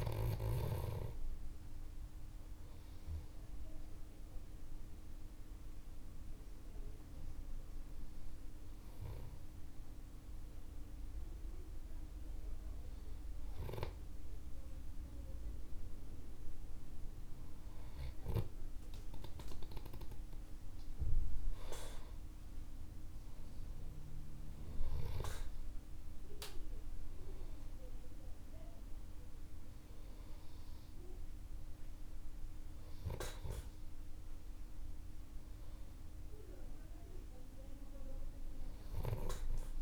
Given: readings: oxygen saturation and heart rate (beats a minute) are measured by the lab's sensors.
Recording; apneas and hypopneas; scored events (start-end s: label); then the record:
breathing in sleep by a room microphone; 1
1.00-19.00 s: hypopnea (oxygen 97% before, 92% lowest, heart rate 59 before, 49 extreme, up 15 after)
7.50-18.50 s: oxygen desaturation (device-marked, oxygen 97% before, 92% lowest, heart rate 56 before, 50 extreme)
21.00-27.00 s: arousal
From the record:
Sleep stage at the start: N2 (light sleep); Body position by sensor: on the back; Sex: male